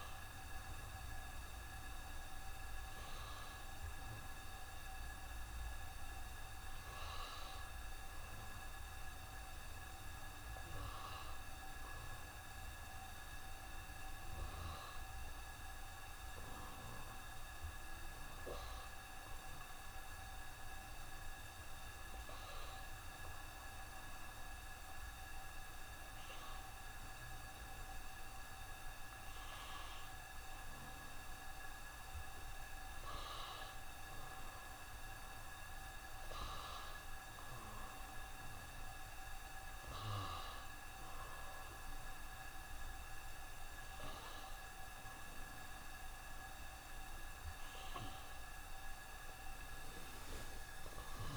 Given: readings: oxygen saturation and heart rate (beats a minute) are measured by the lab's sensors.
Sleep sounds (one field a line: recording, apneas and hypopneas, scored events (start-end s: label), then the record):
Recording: breathing in sleep, hard to hear, by a room microphone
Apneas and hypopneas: none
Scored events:
none scored
From the record:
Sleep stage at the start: N1 (lightest sleep)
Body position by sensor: on the right side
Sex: male